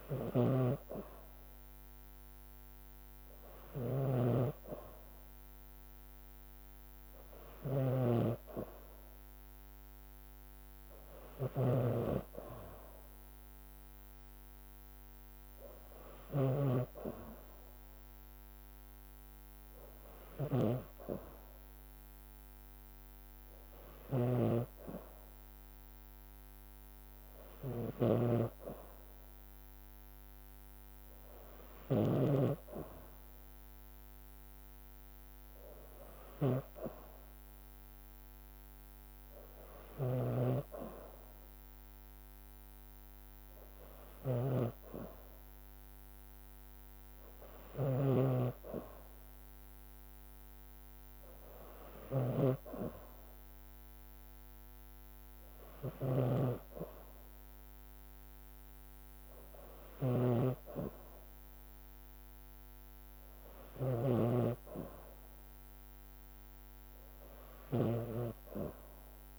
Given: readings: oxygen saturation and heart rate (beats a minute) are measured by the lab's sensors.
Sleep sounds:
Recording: breathing in sleep by a microphone on the trachea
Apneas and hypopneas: none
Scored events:
0.00-69.39 s: snoring (device-marked)
From the record:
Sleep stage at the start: N2 (light sleep)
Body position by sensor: on the back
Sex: female

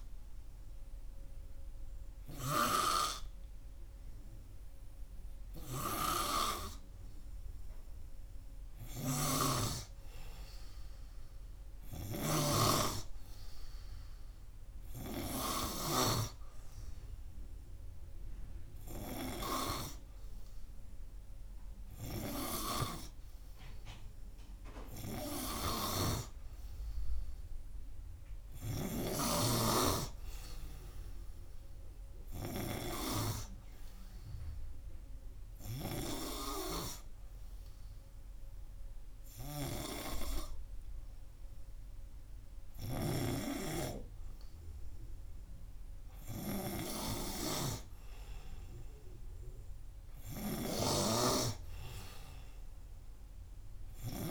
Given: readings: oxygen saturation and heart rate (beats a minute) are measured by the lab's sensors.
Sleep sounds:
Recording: breathing in sleep by a room microphone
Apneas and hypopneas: none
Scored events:
0.00-9.00 s: oxygen desaturation (device-marked, oxygen 95% lowest, heart rate 83 extreme)
From the record:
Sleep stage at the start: N2 (light sleep)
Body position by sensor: on the right side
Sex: male

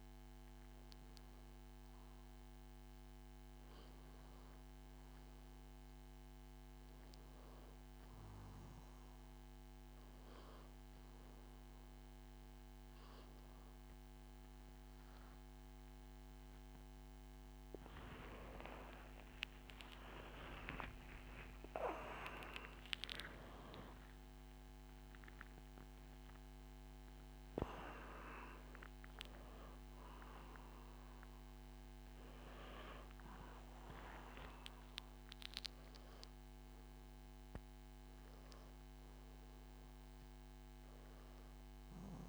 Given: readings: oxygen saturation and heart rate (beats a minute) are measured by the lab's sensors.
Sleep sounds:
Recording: breathing in sleep by a microphone on the trachea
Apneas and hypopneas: none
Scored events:
11.00-19.00 s: oxygen desaturation (device-marked, oxygen 99% before, 95% lowest, heart rate 104 before, 75 extreme)
18.50-23.00 s: arousal
From the record:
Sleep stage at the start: N2 (light sleep)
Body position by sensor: on the back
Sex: male

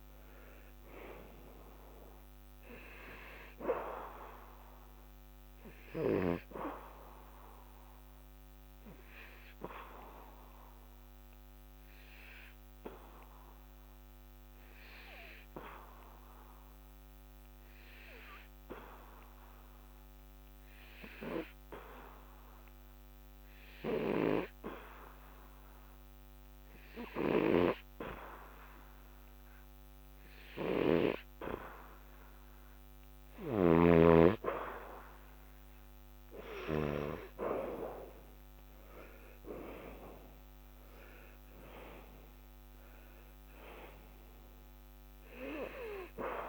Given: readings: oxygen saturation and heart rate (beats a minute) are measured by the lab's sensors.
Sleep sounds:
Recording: breathing in sleep by a microphone on the trachea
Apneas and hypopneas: 1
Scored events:
0.00-20.50 s: oxygen desaturation (device-marked, oxygen 90% lowest, heart rate 68 extreme)
7.50-33.00 s: hypopnea (oxygen 99% before, 90% lowest, heart rate 77 before, 68 extreme, up 11 after)
34.50-46.49 s: oxygen desaturation (device-marked, oxygen 98% before, 91% lowest, heart rate 75 before, 72 extreme)
38.00-42.50 s: arousal
From the record:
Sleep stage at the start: N2 (light sleep)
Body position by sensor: on the back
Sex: male

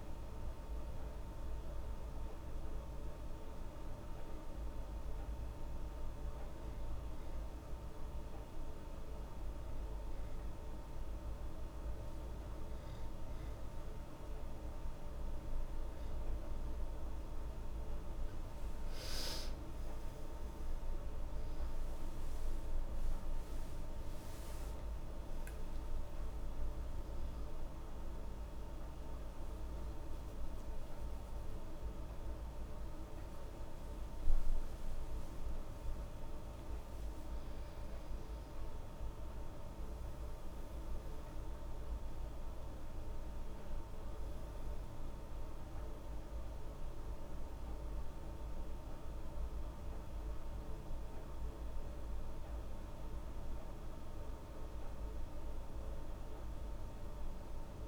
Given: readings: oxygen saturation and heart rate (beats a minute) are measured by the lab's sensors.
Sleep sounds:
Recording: a person awake in a sleep study, hard to hear, by a room microphone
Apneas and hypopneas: none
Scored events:
12.00-57.88 s: new sleep stage, awake
From the record:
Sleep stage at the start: N2 (light sleep)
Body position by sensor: on the back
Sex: female

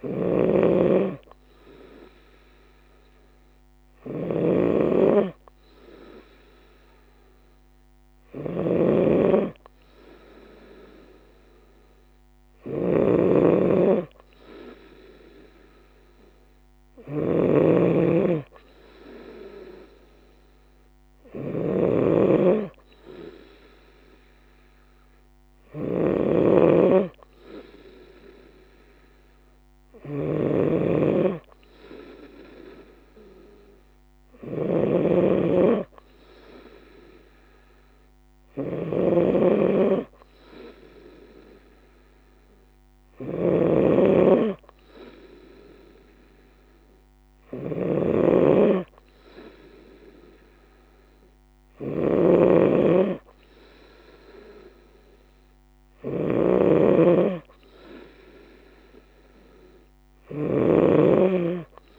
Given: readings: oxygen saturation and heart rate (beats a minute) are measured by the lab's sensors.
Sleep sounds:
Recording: breathing in sleep by a microphone on the trachea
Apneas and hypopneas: none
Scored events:
0.00-61.99 s: snoring (device-marked)
From the record:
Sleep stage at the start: N3 (deep sleep)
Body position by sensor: on the right side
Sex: female

